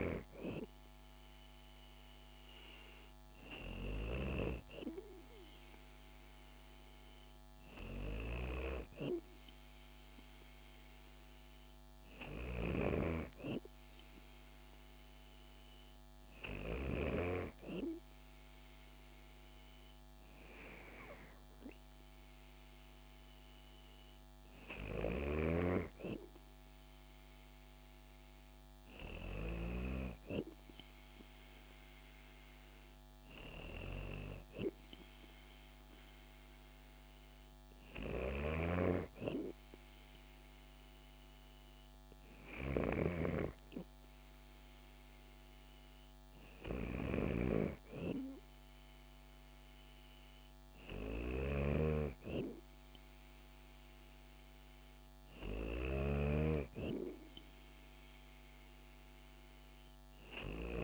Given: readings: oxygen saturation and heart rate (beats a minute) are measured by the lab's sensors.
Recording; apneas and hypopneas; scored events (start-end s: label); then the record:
breathing in sleep by a microphone on the trachea; none
28.00-31.00 s: bradycardia (device-marked, heart rate 70 before, 65 extreme)
50.50-55.50 s: snoring (device-marked)
From the record:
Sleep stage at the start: N2 (light sleep); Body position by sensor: on the back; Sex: female